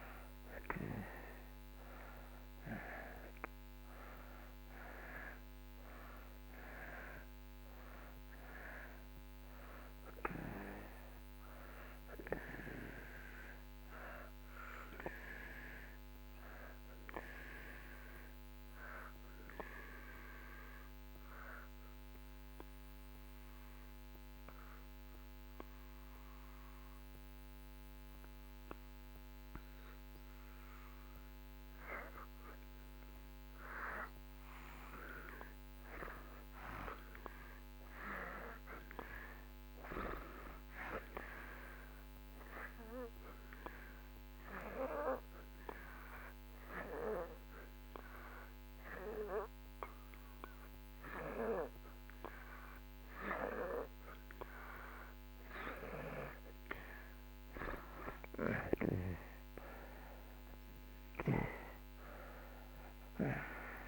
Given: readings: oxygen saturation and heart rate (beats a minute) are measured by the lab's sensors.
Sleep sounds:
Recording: breathing in sleep by a microphone on the trachea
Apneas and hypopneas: 2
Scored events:
0.00-6.00 s: arousal
8.50-33.50 s: oxygen desaturation (device-marked, oxygen 96% before, 85% lowest)
15.50-29.50 s: obstructive apnea (oxygen 96% before, 85% lowest)
34.00-38.50 s: arousal
44.50-57.00 s: obstructive apnea (oxygen 95% before, 86% lowest)
49.50-63.88 s: oxygen desaturation (device-marked, oxygen 95% before, 86% lowest)
From the record:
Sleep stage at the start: N2 (light sleep)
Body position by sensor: on the back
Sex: male

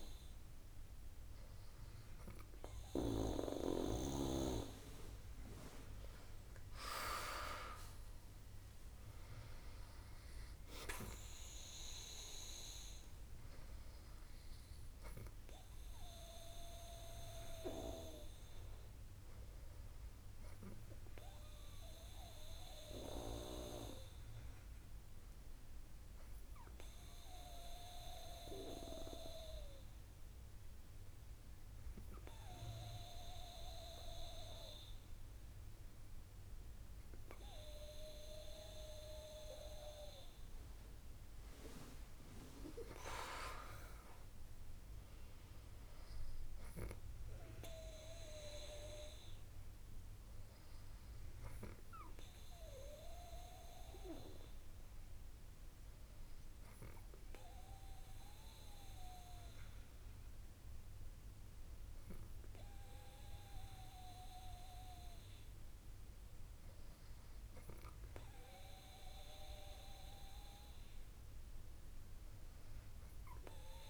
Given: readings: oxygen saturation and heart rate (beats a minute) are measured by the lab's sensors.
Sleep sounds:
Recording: breathing in sleep by a room microphone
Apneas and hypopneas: 2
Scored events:
0.00-1.00 s: arousal
25.50-40.50 s: hypopnea (oxygen 97% before, 97% lowest, heart rate 69 before, 63 extreme, up 4 after)
43.00-47.00 s: arousal
55.00-68.50 s: hypopnea (oxygen 98% before, 97% lowest, heart rate 68 before, 63 extreme, up 5 after)
From the record:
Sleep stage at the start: N2 (light sleep)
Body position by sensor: on the back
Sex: female

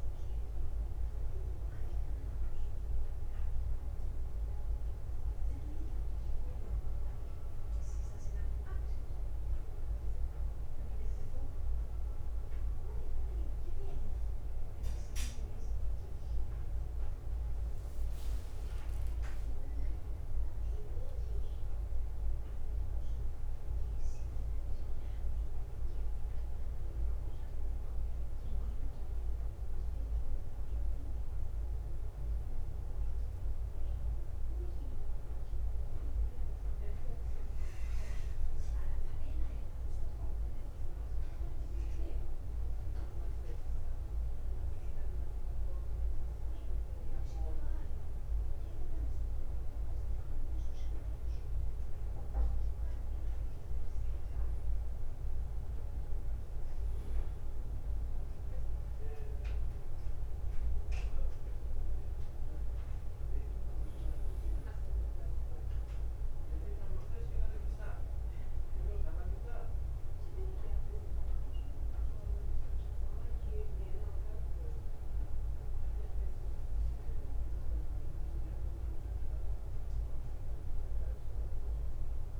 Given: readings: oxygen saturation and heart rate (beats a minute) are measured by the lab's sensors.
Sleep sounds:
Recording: breathing in sleep, hard to hear, by a room microphone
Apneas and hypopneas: 2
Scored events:
0.00-6.50 s: bradycardia (device-marked, heart rate 48 extreme)
0.00-15.50 s: oxygen desaturation (device-marked, oxygen 92% lowest, heart rate 46 extreme)
2.00-15.50 s: hypopnea (oxygen 96% before, 92% lowest, heart rate 57 before, 46 extreme, up 0 after)
11.50-13.50 s: long interval between heartbeats (device-marked, heart rate 58 before, 64 extreme)
12.50-22.50 s: bradycardia (device-marked, heart rate 59 before, 47 extreme)
17.50-22.00 s: arousal
26.50-28.50 s: long interval between heartbeats (device-marked, heart rate 58 before, 64 extreme)
27.50-82.40 s: bradycardia (device-marked, heart rate 59 before, 46 extreme)
31.00-44.50 s: hypopnea (oxygen 98% before, 93% lowest, heart rate 58 before, 46 extreme, up 5 after)
46.00-51.00 s: arousal
54.50-77.50 s: oxygen desaturation (device-marked, oxygen 97% before, 93% lowest, heart rate 51 before, 53 extreme)
78.00-82.40 s: arousal
From the record:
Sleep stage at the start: N2 (light sleep)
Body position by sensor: on the back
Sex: male

